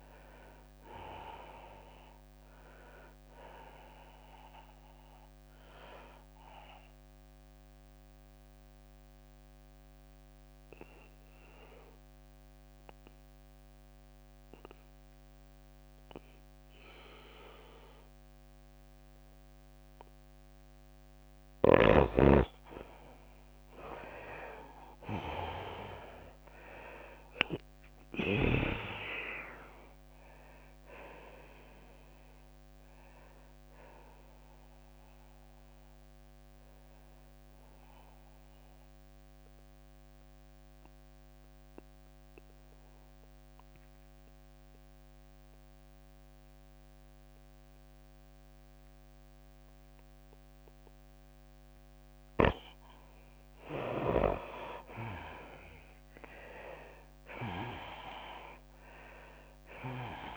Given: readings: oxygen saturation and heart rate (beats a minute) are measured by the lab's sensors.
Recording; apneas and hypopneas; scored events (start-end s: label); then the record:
breathing in sleep by a microphone on the trachea; 2
0.00-18.00 s: tachycardia (device-marked, heart rate 104 extreme)
1.00-17.00 s: oxygen desaturation (device-marked, oxygen 97% before, 88% lowest, heart rate 102 before, 99 extreme)
6.50-21.50 s: mixed apnea (oxygen 97% before, 81% lowest, heart rate 102 before, 99 extreme, up 0 after)
23.00-51.00 s: oxygen desaturation (device-marked, oxygen 97% before, 81% lowest, heart rate 102 before, 98 extreme)
24.00-28.00 s: arousal
27.00-40.00 s: tachycardia (device-marked, heart rate 104 before, 104 extreme)
30.00-44.00 s: drop in pulse transit time (device-marked, heart rate 101 before, 100 extreme)
39.00-53.50 s: mixed apnea (oxygen 97% before, 81% lowest, heart rate 101 before, 98 extreme, up 4 after)
55.50-58.50 s: arousal
56.00-60.37 s: oxygen desaturation (device-marked, oxygen 99% before, 82% lowest, heart rate 100 before, 97 extreme)
56.00-60.37 s: tachycardia (device-marked, heart rate 104 before, 104 extreme)
From the record:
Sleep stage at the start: N2 (light sleep); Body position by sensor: on the right side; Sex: female